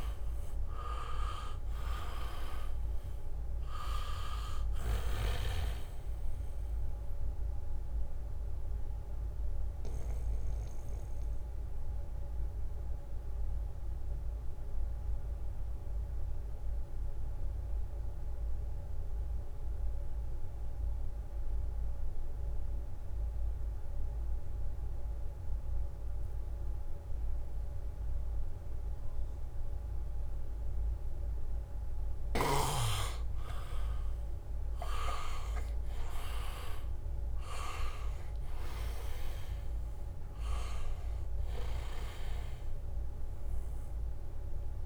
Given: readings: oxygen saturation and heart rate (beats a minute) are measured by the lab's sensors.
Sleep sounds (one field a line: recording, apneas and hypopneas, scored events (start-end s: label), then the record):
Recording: breathing in sleep by a room microphone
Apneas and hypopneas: 1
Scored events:
0.00-1.50 s: arousal
0.00-24.00 s: oxygen desaturation (device-marked, oxygen 78% lowest, heart rate 68 extreme)
10.00-30.50 s: mixed apnea (oxygen 99% before, 78% lowest, heart rate 70 before, 69 extreme, up 0 after)
26.00-30.00 s: leg movement (device-marked)
29.00-44.86 s: oxygen desaturation (device-marked, oxygen 99% before, 83% lowest, heart rate 75 before, 68 extreme)
32.50-36.50 s: leg movement (device-marked)
34.50-39.50 s: arousal
From the record:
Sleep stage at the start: N2 (light sleep)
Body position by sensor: on the back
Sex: male